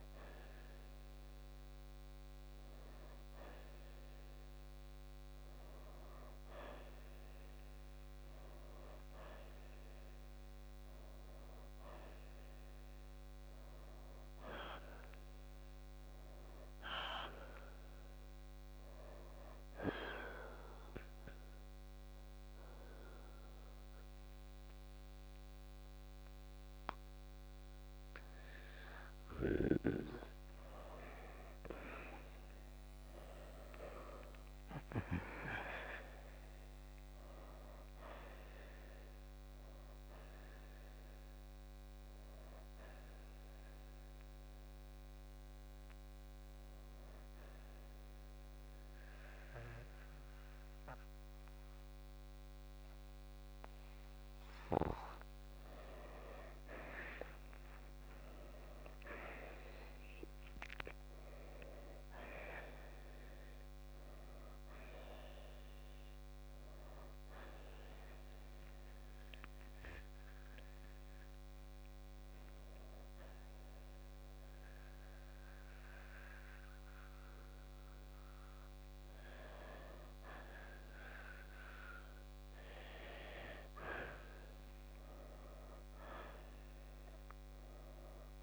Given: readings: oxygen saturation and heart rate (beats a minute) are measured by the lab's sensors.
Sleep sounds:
breathing in sleep by a microphone on the trachea; 3
19.00-88.43 s: new sleep stage, N2 (light sleep)
20.00-30.50 s: obstructive apnea (oxygen 94% before, 84% lowest, heart rate 70 before, 59 extreme, up 39 after)
32.00-37.50 s: arousal
41.00-64.00 s: oxygen desaturation (device-marked, oxygen 91% before, 84% lowest, heart rate 74 before, 58 extreme)
43.50-55.00 s: hypopnea (oxygen 92% before, 84% lowest, heart rate 74 before, 59 extreme, up 9 after)
58.00-63.50 s: arousal
68.50-79.00 s: hypopnea (oxygen 95% before, 80% lowest, heart rate 64 before, 54 extreme, up 12 after)
69.00-86.00 s: oxygen desaturation (device-marked, oxygen 95% before, 87% lowest, heart rate 64 before, 53 extreme)
86.00-88.43 s: arousal
From the record:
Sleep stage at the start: N1 (lightest sleep); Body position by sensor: on the right side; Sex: male

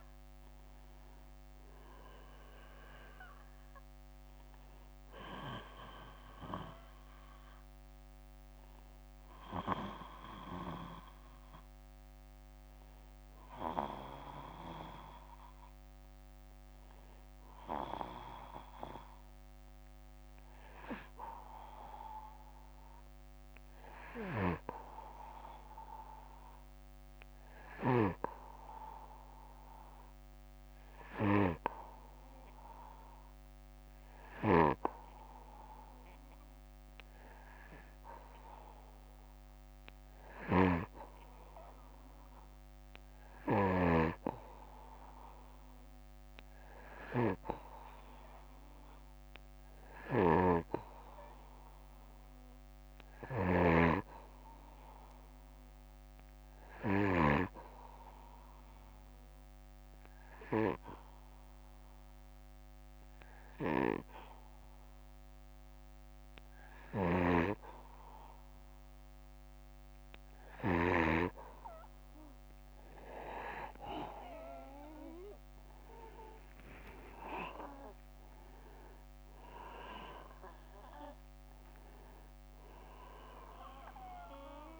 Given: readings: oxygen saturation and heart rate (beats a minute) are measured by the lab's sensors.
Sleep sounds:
breathing in sleep by a microphone on the trachea; 1
23.50-27.50 s: snoring (device-marked)
33.50-56.50 s: snoring (device-marked)
33.50-69.50 s: hypopnea (oxygen 97% before, 91% lowest, heart rate 60 before, 60 extreme, up 5 after)
66.00-70.00 s: snoring (device-marked)
76.00-81.00 s: arousal
From the record:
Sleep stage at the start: N2 (light sleep); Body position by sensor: on the back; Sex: male

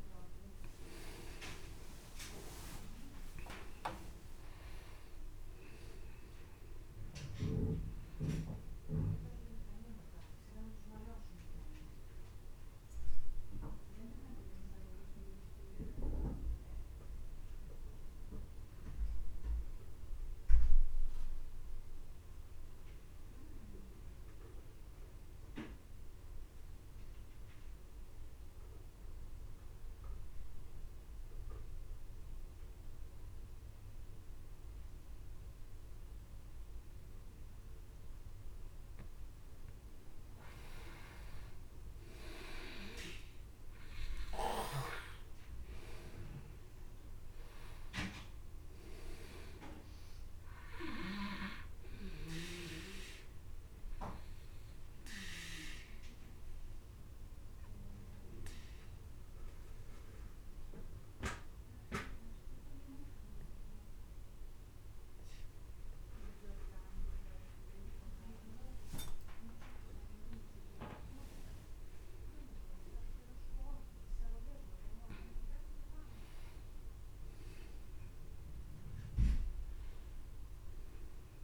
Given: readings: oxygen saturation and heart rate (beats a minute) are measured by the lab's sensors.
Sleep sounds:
breathing in sleep by a room microphone; 2
0.00-2.50 s: arousal
0.00-23.00 s: oxygen desaturation (device-marked, oxygen 90% lowest)
20.50-38.00 s: obstructive apnea (oxygen 99% before, 90% lowest)
40.50-44.00 s: arousal
43.00-69.00 s: oxygen desaturation (device-marked, oxygen 99% before, 90% lowest)
53.50-69.00 s: obstructive apnea (oxygen 99% before, 90% lowest)
71.50-75.50 s: arousal
From the record:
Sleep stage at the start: N2 (light sleep); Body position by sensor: on the back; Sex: male

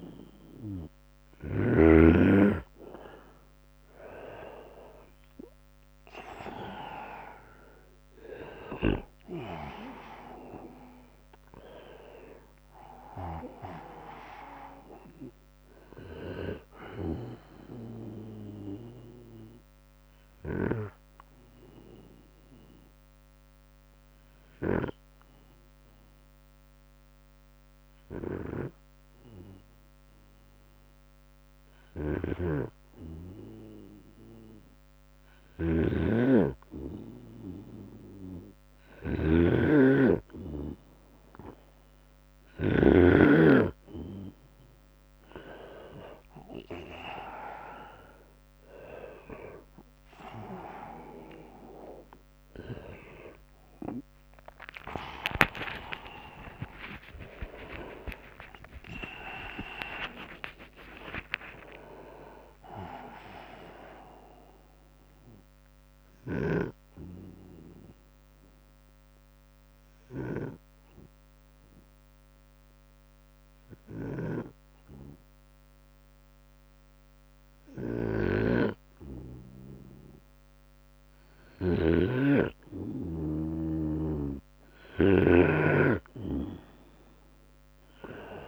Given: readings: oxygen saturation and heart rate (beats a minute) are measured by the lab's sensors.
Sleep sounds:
breathing in sleep by a microphone on the trachea; 2
0.00-1.00 s: snoring (device-marked)
5.50-10.00 s: arousal
6.50-8.50 s: long interval between heartbeats (device-marked, heart rate 62 before, 68 extreme)
6.50-18.50 s: drop in pulse transit time (device-marked, heart rate 62 before, 68 extreme)
12.50-14.50 s: long interval between heartbeats (device-marked, heart rate 64 before, 72 extreme)
18.50-34.00 s: hypopnea (oxygen 97% before, 95% lowest, heart rate 70 before, 65 extreme, up 14 after)
34.50-42.00 s: snoring (device-marked)
36.00-39.00 s: arousal
46.50-68.50 s: drop in pulse transit time (device-marked, heart rate 73 before, 74 extreme)
48.50-58.50 s: oxygen desaturation (device-marked, oxygen 100% before, 96% lowest, heart rate 74 before, 70 extreme)
52.50-61.50 s: tachycardia (device-marked, heart rate 71 before, 185 extreme)
55.50-57.50 s: long interval between heartbeats (device-marked, heart rate 78 before, 124 extreme)
58.00-60.00 s: long interval between heartbeats (device-marked, heart rate 84 before, 154 extreme)
59.50-63.00 s: arousal
65.50-80.00 s: obstructive apnea (oxygen 100% before, 96% lowest, heart rate 115 before, 66 extreme, up 6 after)
80.50-84.50 s: snoring (device-marked)
83.50-87.00 s: arousal
From the record:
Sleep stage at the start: N2 (light sleep); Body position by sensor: on the right side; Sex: male

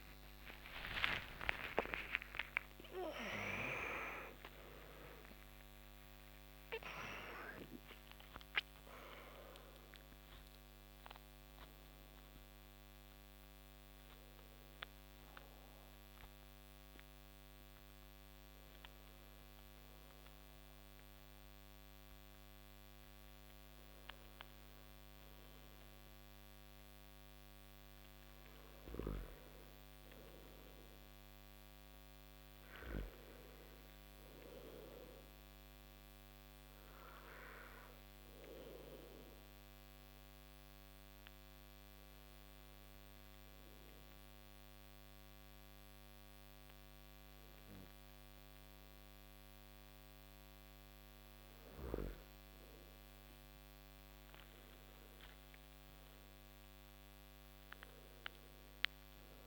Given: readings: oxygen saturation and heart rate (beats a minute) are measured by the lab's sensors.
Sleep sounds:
breathing in sleep by a microphone on the trachea; 2
0.00-4.00 s: arousal
0.00-8.00 s: oxygen desaturation (device-marked, oxygen 84% lowest)
14.00-16.00 s: oxygen desaturation (device-marked, oxygen 89% before, 86% lowest)
16.00-28.50 s: hypopnea (oxygen 89% before, 81% lowest)
22.00-29.00 s: oxygen desaturation (device-marked, oxygen 89% before, 81% lowest)
30.00-34.50 s: arousal
39.50-52.50 s: obstructive apnea (oxygen 99% before, 91% lowest)
41.00-53.00 s: oxygen desaturation (device-marked, oxygen 99% before, 94% lowest)
55.50-59.46 s: arousal
From the record:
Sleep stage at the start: N2 (light sleep); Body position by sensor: on the back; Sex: male

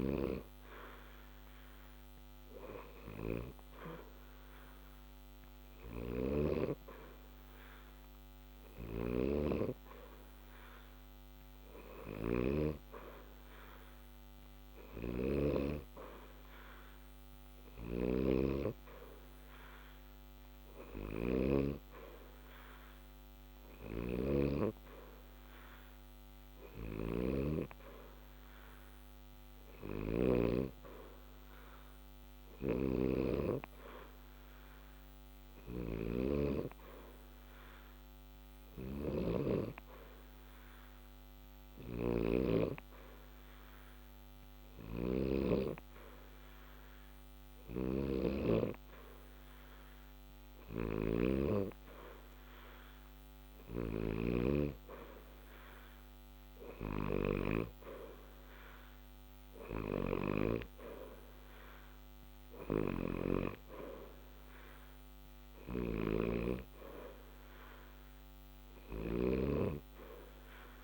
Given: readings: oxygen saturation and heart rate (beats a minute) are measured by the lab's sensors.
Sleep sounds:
breathing in sleep by a microphone on the trachea; none
23.50-30.00 s: snoring (device-marked)
From the record:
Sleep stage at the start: N2 (light sleep); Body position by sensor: on the back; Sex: male

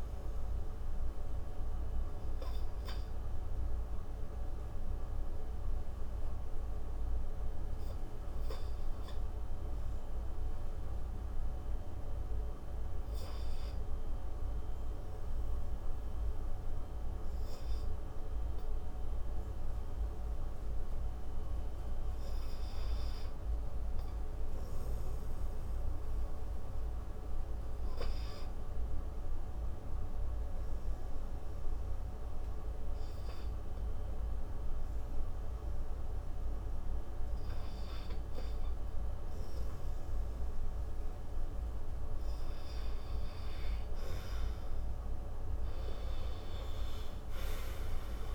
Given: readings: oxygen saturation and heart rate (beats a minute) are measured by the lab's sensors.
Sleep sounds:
breathing in sleep, hard to hear, by a room microphone; 1
0.00-19.00 s: oxygen desaturation (device-marked, oxygen 86% lowest)
2.50-42.00 s: obstructive apnea (oxygen 98% before, 79% lowest)
26.00-38.00 s: oxygen desaturation (device-marked, oxygen 93% before, 82% lowest)
45.00-48.35 s: arousal
From the record:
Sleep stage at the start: REM sleep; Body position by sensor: on the right side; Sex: male

